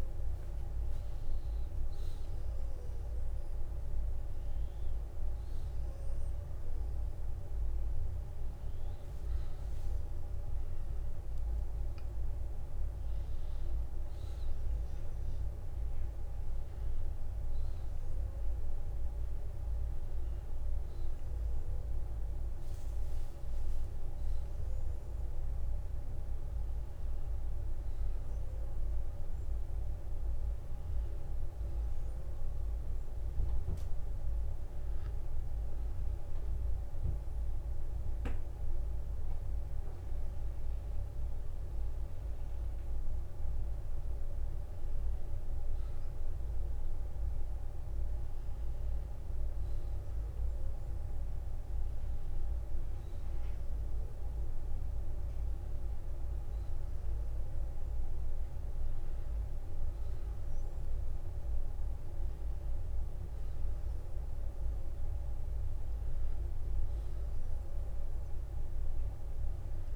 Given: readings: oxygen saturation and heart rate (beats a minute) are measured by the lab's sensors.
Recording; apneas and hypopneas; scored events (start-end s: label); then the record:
breathing in sleep, hard to hear, by a room microphone; 1
0.00-4.00 s: arousal
4.00-6.00 s: long interval between heartbeats (device-marked, heart rate 59 before, 57 extreme)
6.50-8.50 s: long interval between heartbeats (device-marked, heart rate 58 before, 51 extreme)
21.50-23.50 s: long interval between heartbeats (device-marked, heart rate 60 before, 66 extreme)
22.50-69.96 s: new sleep stage, N2 (light sleep)
35.00-45.00 s: obstructive apnea (oxygen 95% before, 93% lowest, heart rate 59 before, 47 extreme, up 11 after)
48.50-53.00 s: arousal
From the record:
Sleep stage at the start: N1 (lightest sleep); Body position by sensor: on the back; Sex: male